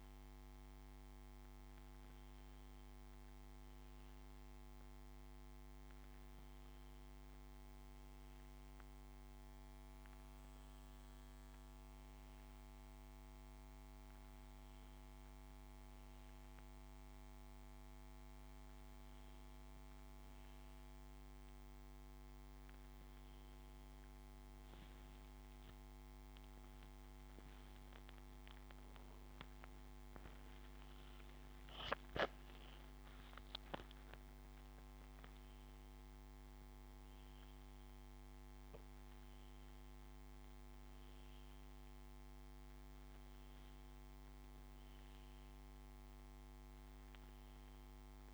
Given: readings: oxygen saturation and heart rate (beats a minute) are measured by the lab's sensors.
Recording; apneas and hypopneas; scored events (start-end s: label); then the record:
breathing in sleep, hard to hear, by a microphone on the trachea; none
27.00-31.00 s: arousal
From the record:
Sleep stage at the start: N1 (lightest sleep); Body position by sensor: on the back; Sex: male